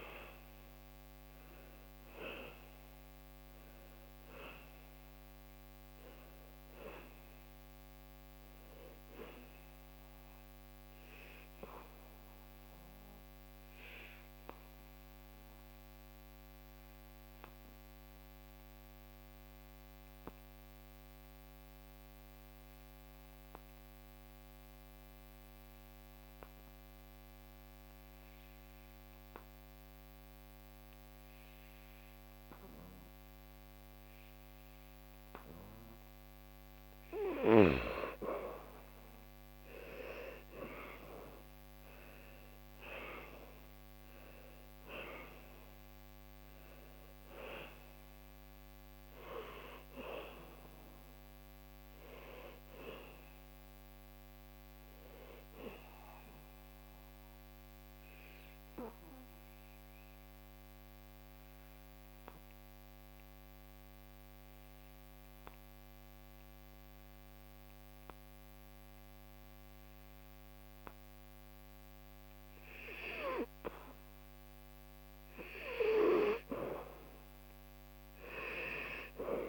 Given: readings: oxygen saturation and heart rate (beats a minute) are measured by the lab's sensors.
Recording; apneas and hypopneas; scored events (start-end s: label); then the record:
breathing in sleep by a microphone on the trachea; 2
0.00-24.50 s: oxygen desaturation (device-marked, oxygen 88% lowest, heart rate 68 extreme)
11.00-35.00 s: obstructive apnea (oxygen 98% before, 84% lowest, heart rate 76 before, 68 extreme, up 8 after)
35.50-64.50 s: oxygen desaturation (device-marked, oxygen 99% before, 84% lowest, heart rate 74 before, 73 extreme)
37.50-42.00 s: arousal
54.00-73.50 s: obstructive apnea (oxygen 99% before, 84% lowest, heart rate 75 before, 72 extreme, up 0 after)
76.50-79.49 s: arousal
From the record:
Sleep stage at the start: N2 (light sleep); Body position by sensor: on the back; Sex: male